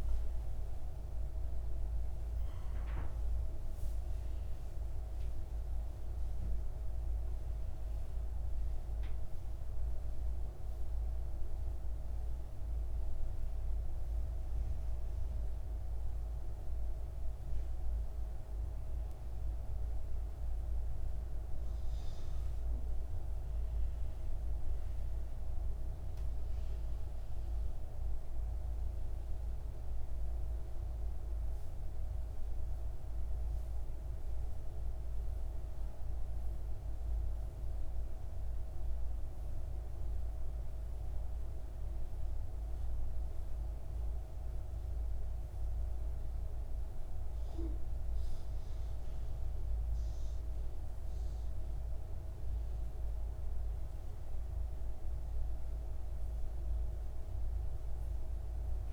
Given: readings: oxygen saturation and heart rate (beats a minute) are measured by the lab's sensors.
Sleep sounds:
a person awake in a sleep study, hard to hear, by a room microphone; none
48.50-58.93 s: new sleep stage, N1 (lightest sleep)
From the record:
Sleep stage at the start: awake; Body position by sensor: on the back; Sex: male

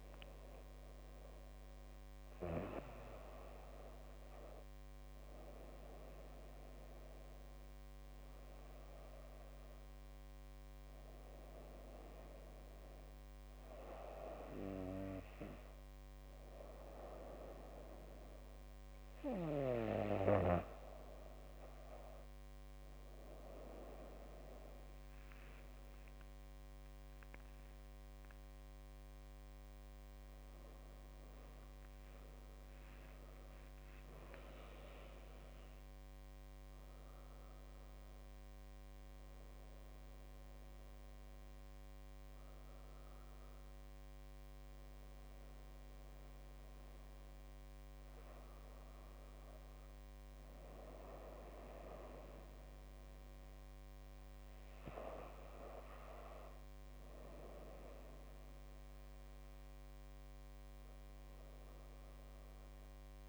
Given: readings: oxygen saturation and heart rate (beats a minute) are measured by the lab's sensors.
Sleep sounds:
breathing in sleep by a microphone on the trachea; 1
0.00-7.50 s: oxygen desaturation (device-marked, oxygen 92% lowest, heart rate 76 extreme)
11.50-21.50 s: hypopnea (oxygen 96% before, 93% lowest, heart rate 80 before, 76 extreme, up 10 after)
25.50-31.50 s: arousal
27.50-40.50 s: drop in pulse transit time (device-marked, heart rate 78 before, 83 extreme)
57.50-59.50 s: long interval between heartbeats (device-marked, heart rate 78 before, 78 extreme)
From the record:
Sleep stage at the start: N2 (light sleep); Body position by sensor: on the back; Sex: female

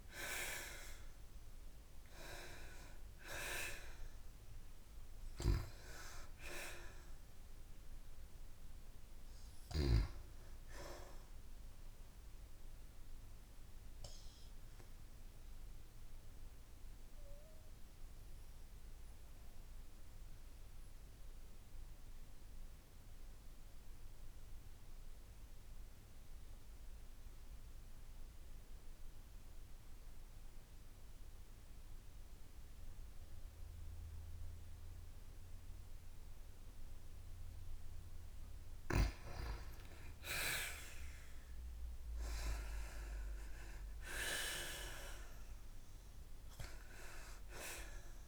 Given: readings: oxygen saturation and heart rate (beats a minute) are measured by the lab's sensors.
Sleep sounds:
breathing in sleep by a room microphone; 1
0.00-2.00 s: arousal
0.00-15.50 s: oxygen desaturation (device-marked, oxygen 92% lowest, heart rate 53 extreme)
13.00-37.50 s: obstructive apnea (oxygen 97% before, 87% lowest, heart rate 82 before, 53 extreme, up 15 after)
30.50-46.50 s: oxygen desaturation (device-marked, oxygen 94% before, 87% lowest, heart rate 58 before, 53 extreme)
40.50-45.00 s: arousal
From the record:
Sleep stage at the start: N2 (light sleep); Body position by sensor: on the back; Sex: female

